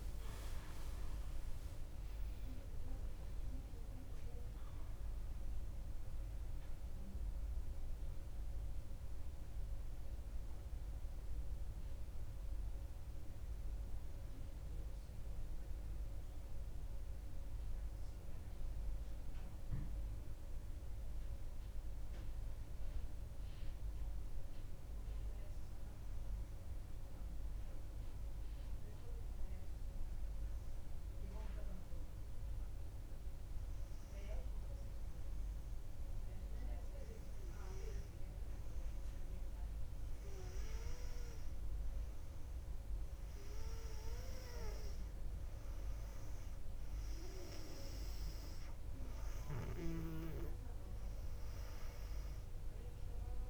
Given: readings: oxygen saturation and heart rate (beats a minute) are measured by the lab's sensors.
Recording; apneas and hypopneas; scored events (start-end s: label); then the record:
a person partly awake in a sleep study, by a room microphone; 1
0.00-8.00 s: drop in pulse transit time (device-marked, heart rate 60 extreme)
15.00-53.50 s: new sleep stage, N2 (light sleep)
30.50-42.00 s: hypopnea (oxygen 99% before, 94% lowest, heart rate 61 before, 59 extreme, up 1 after)
38.00-53.50 s: oxygen desaturation (device-marked, oxygen 98% before, 94% lowest, heart rate 60 before, 56 extreme)
44.50-48.00 s: arousal
From the record:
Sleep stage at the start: awake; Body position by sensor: on the back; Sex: female